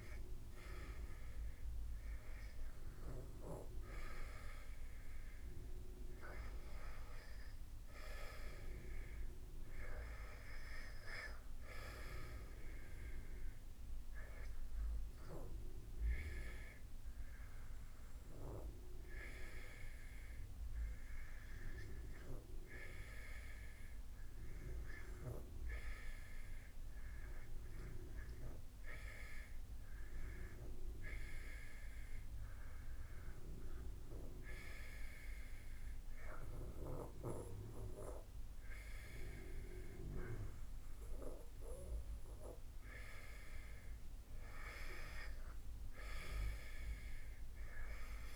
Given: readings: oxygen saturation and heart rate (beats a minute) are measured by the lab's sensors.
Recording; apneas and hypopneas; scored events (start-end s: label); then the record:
breathing in sleep by a room microphone; 1
15.50-40.50 s: hypopnea (oxygen 96% before, 89% lowest, heart rate 76 before, 77 extreme, up 4 after)
30.50-48.36 s: oxygen desaturation (device-marked, oxygen 95% before, 89% lowest, heart rate 78 before, 78 extreme)
31.50-48.36 s: new sleep stage, REM sleep
43.50-47.00 s: arousal
From the record:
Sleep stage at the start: N2 (light sleep); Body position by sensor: on the back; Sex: male